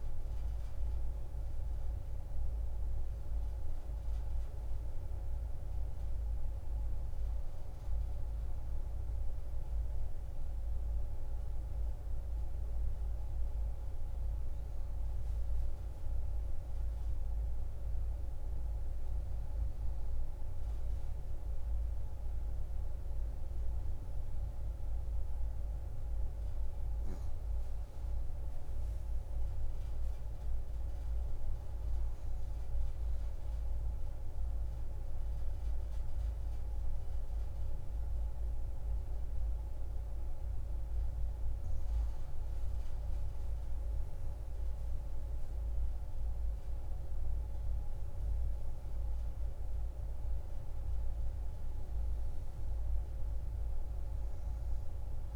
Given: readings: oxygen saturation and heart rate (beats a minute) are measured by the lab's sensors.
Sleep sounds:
breathing in sleep, hard to hear, by a room microphone; 1
0.00-14.50 s: oxygen desaturation (device-marked, oxygen 89% lowest)
15.00-18.00 s: arousal
32.00-42.50 s: obstructive apnea (oxygen 98% before, 91% lowest)
44.00-48.50 s: arousal
From the record:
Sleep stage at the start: N2 (light sleep); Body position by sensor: on the back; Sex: female

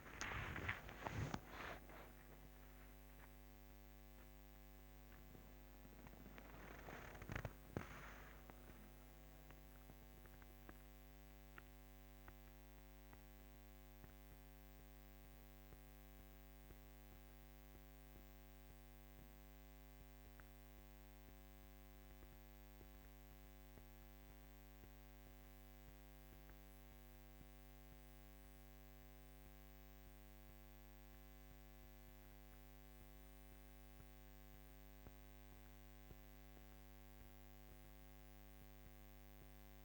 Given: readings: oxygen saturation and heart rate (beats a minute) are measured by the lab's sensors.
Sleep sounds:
breathing in sleep by a microphone on the trachea; none
1.50-7.00 s: arousal
4.50-9.50 s: oxygen desaturation (device-marked, oxygen 99% before, 96% lowest, heart rate 59 before, 58 extreme)
From the record:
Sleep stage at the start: N1 (lightest sleep); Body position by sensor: on the back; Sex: female

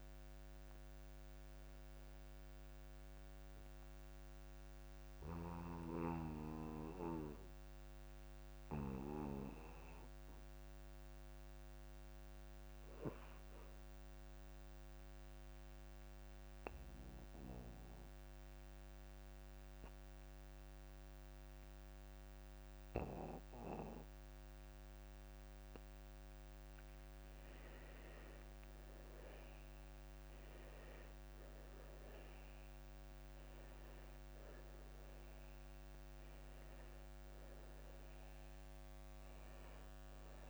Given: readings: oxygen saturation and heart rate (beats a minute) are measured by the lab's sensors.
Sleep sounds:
breathing in sleep by a microphone on the trachea; 1
0.00-6.00 s: oxygen desaturation (device-marked, oxygen 74% lowest)
2.00-26.00 s: obstructive apnea (oxygen 82% before, 85% lowest)
25.00-40.50 s: oxygen desaturation (device-marked, oxygen 99% before, 85% lowest)
28.00-32.50 s: arousal
From the record:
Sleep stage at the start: N2 (light sleep); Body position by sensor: on the back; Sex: male

